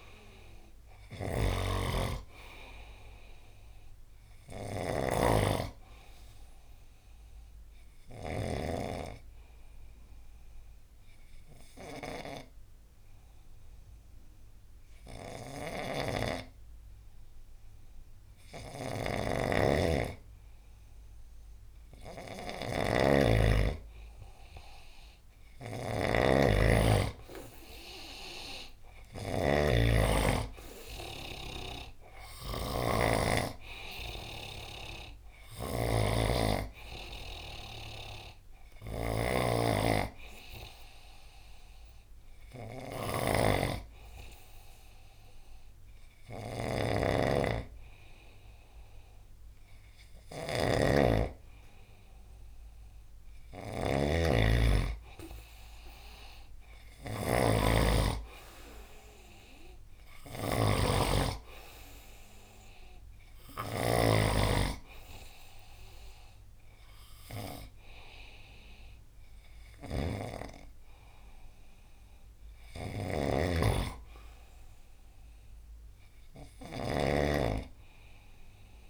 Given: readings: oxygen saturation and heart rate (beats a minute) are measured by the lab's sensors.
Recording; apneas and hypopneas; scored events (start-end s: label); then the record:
breathing in sleep by a room microphone; 1
0.00-14.50 s: oxygen desaturation (device-marked, oxygen 94% lowest, heart rate 70 extreme)
0.00-63.50 s: snoring (device-marked)
8.50-20.50 s: obstructive apnea (oxygen 98% before, 92% lowest, heart rate 77 before, 70 extreme, up 22 after)
23.00-26.50 s: arousal
30.50-47.50 s: oxygen desaturation (device-marked, oxygen 97% before, 92% lowest, heart rate 80 before, 73 extreme)
69.50-78.89 s: snoring (device-marked)
From the record:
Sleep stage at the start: N2 (light sleep); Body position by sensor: on the right side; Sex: male